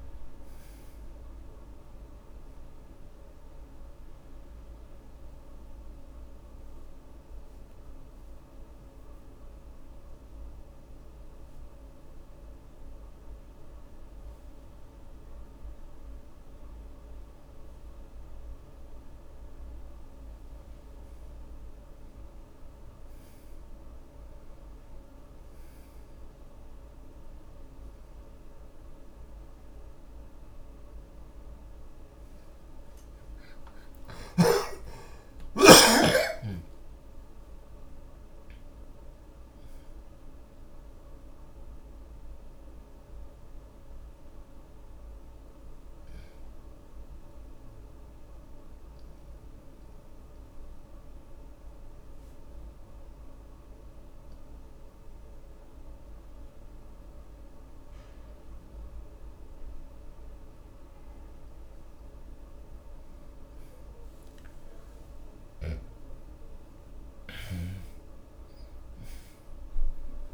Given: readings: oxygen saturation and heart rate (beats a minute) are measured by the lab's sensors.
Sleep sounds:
breathing in sleep, hard to hear, by a room microphone; 2
5.00-19.50 s: obstructive apnea (oxygen 94% before, 77% lowest)
7.50-18.50 s: oxygen desaturation (device-marked, oxygen 92% before, 78% lowest)
23.50-47.50 s: oxygen desaturation (device-marked, oxygen 94% before, 77% lowest)
35.00-39.00 s: arousal
43.50-60.00 s: mixed apnea (oxygen 94% before, 76% lowest)
64.50-69.00 s: arousal
68.50-70.34 s: oxygen desaturation (device-marked, oxygen 96% before, 76% lowest)
From the record:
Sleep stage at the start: N2 (light sleep); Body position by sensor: on the back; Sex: male

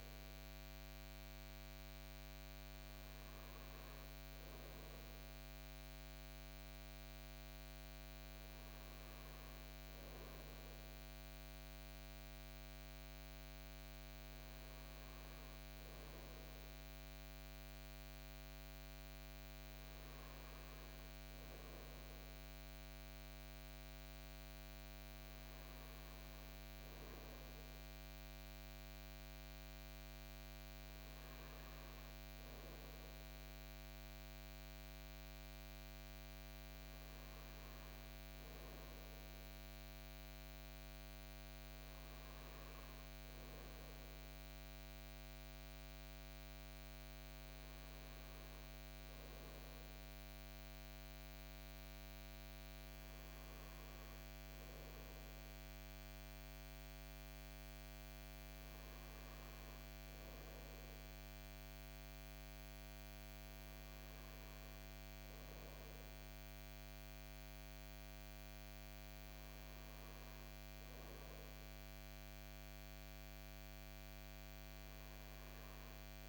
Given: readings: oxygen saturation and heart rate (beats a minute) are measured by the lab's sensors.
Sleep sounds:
breathing in sleep, hard to hear, by a microphone on the trachea; none
none scored
From the record:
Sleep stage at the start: N2 (light sleep); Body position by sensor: on the front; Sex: male

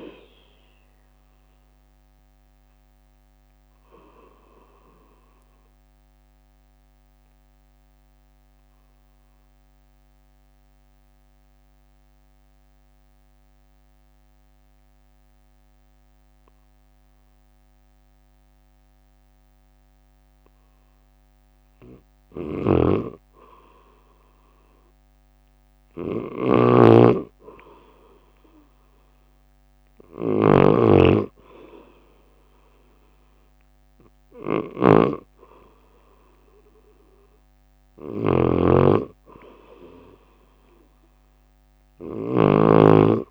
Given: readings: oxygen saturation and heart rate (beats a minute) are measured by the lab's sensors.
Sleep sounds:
breathing in sleep by a microphone on the trachea; 1
0.00-8.50 s: drop in pulse transit time (device-marked, heart rate 55 extreme)
4.00-22.00 s: obstructive apnea (oxygen 99% before, 94% lowest, heart rate 59 before, 53 extreme, up 5 after)
19.50-27.50 s: oxygen desaturation (device-marked, oxygen 98% before, 95% lowest, heart rate 56 before, 56 extreme)
22.00-30.50 s: snoring (device-marked)
26.00-29.50 s: arousal
28.50-43.31 s: drop in pulse transit time (device-marked, heart rate 55 before, 56 extreme)
38.00-42.50 s: snoring (device-marked)
From the record:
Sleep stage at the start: N2 (light sleep); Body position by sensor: on the right side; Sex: male

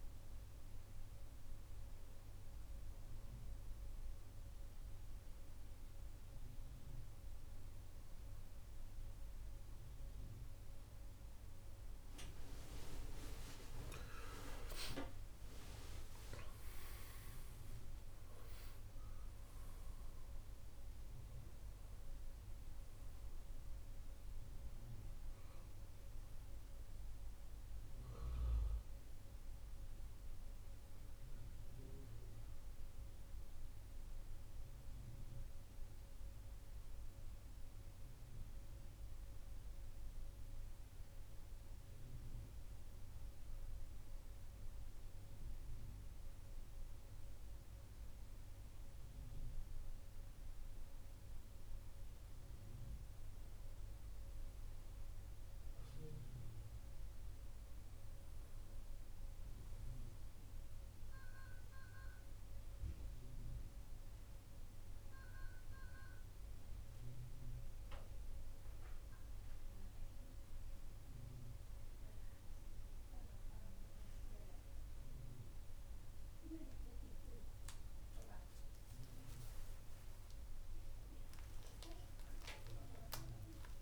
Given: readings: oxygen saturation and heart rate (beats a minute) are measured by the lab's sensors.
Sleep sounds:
breathing in sleep by a room microphone; 1
0.50-11.00 s: hypopnea (oxygen 96% before, 94% lowest, heart rate 74 before, 72 extreme, up 13 after)
4.00-64.00 s: new sleep stage, N2 (light sleep)
13.00-18.00 s: arousal
64.00-83.82 s: new sleep stage, N1 (lightest sleep)
From the record:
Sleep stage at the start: N1 (lightest sleep); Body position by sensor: on the right side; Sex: male

